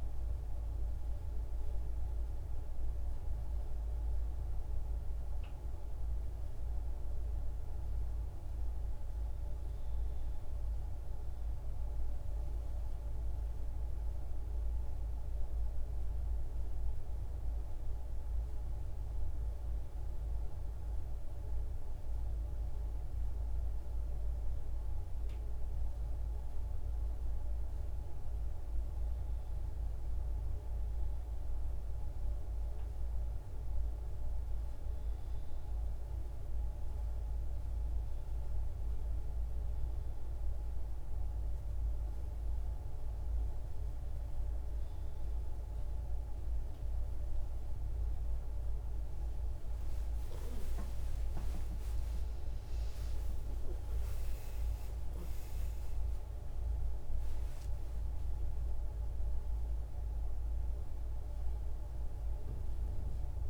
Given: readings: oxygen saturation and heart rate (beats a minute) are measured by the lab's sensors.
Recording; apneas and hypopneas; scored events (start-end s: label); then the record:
breathing in sleep, hard to hear, by a room microphone; none
50.00-55.50 s: arousal
From the record:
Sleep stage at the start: N2 (light sleep); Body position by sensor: on the back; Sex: female